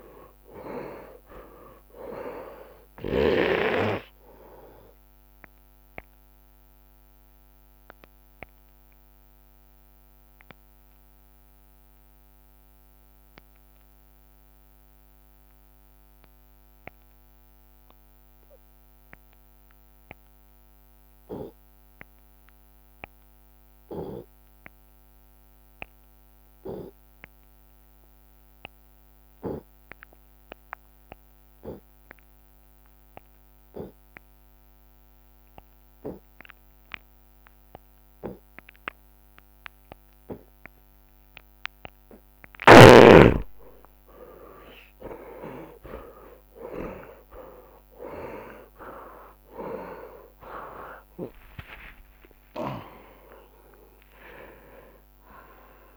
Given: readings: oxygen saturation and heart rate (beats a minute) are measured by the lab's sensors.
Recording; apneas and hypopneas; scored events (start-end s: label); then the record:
breathing in sleep by a microphone on the trachea; 1
0.00-3.50 s: snoring (device-marked)
7.50-40.00 s: obstructive apnea (oxygen 97% before, 84% lowest)
19.00-23.00 s: oxygen desaturation (device-marked, oxygen 97% before, 94% lowest)
46.00-48.00 s: long interval between heartbeats (device-marked)
48.00-50.00 s: drop in pulse transit time (device-marked)
48.50-54.00 s: arousal
50.00-55.97 s: oxygen desaturation (device-marked, oxygen 97% before, 94% lowest)
From the record:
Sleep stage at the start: N2 (light sleep); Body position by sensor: on the right side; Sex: male